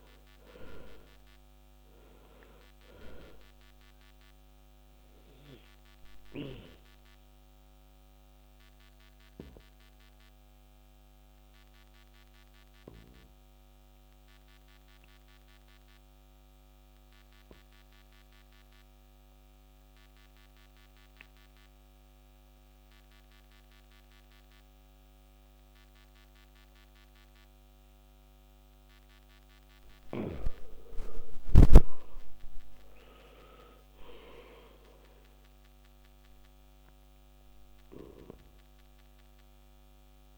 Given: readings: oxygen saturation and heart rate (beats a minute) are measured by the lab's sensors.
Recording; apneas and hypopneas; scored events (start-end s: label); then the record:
breathing in sleep by a microphone on the trachea; 1
0.00-30.50 s: oxygen desaturation (device-marked, oxygen 77% lowest, heart rate 48 extreme)
8.00-30.00 s: obstructive apnea (oxygen 99% before, 77% lowest, heart rate 66 before, 48 extreme, up 5 after)
31.00-34.50 s: arousal
From the record:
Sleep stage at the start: N2 (light sleep); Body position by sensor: on the back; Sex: male